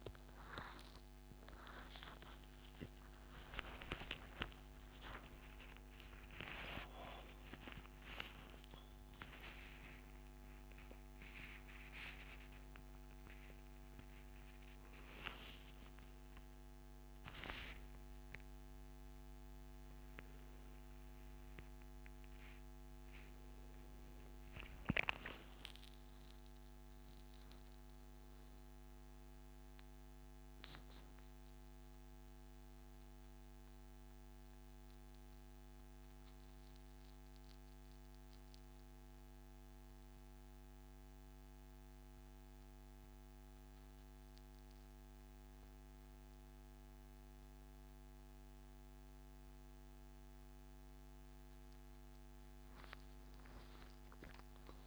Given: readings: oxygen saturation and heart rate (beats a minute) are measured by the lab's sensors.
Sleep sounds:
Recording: a person awake in a sleep study, by a microphone on the trachea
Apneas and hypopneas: none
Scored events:
1.50-3.50 s: long interval between heartbeats (device-marked, heart rate 141 before, 152 extreme)
11.00-13.00 s: long interval between heartbeats (device-marked, heart rate 143 before, 147 extreme)
15.50-17.50 s: long interval between heartbeats (device-marked, heart rate 145 before, 126 extreme)
From the record:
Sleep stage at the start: awake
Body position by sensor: on the back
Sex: male

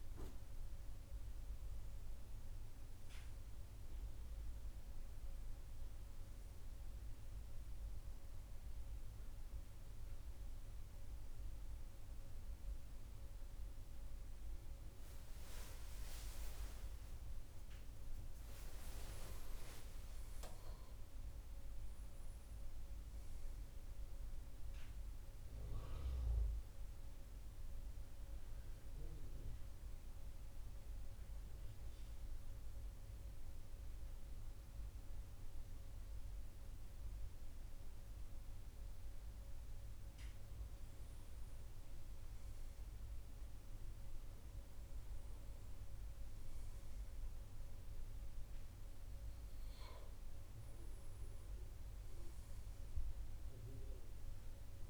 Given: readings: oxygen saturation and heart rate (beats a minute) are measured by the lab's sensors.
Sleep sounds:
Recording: breathing in sleep, hard to hear, by a room microphone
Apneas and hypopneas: 1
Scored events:
16.00-20.00 s: arousal
32.00-42.00 s: central apnea (oxygen 97% before, 93% lowest, heart rate 76 before, 64 extreme, up 5 after)
44.50-48.50 s: arousal
From the record:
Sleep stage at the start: N2 (light sleep)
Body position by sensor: on the back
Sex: male

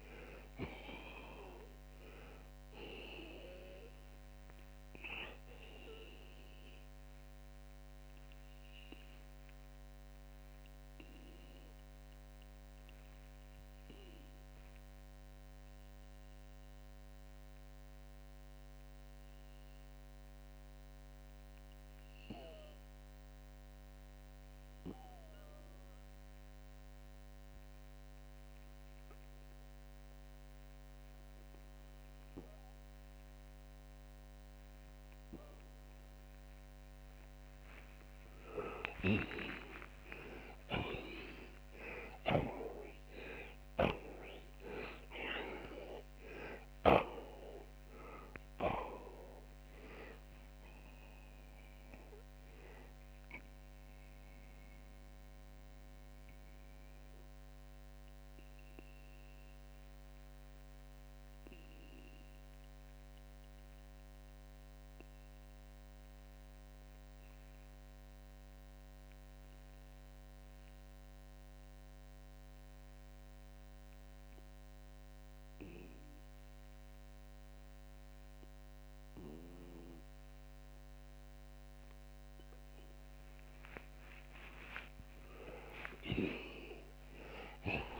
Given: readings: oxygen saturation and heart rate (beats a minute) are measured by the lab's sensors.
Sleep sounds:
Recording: breathing in sleep by a microphone on the trachea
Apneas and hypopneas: 2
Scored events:
7.00-36.50 s: obstructive apnea (oxygen 91% before, 78% lowest)
11.50-34.50 s: oxygen desaturation (device-marked, oxygen 91% before, 80% lowest)
38.00-43.00 s: arousal
38.50-46.50 s: snoring (device-marked)
46.50-81.50 s: oxygen desaturation (device-marked, oxygen 91% before, 78% lowest)
53.50-83.50 s: obstructive apnea (oxygen 92% before, 78% lowest, heart rate 79 before, 27 extreme)
85.00-88.00 s: arousal
From the record:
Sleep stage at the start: N2 (light sleep)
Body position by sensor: on the left side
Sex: male

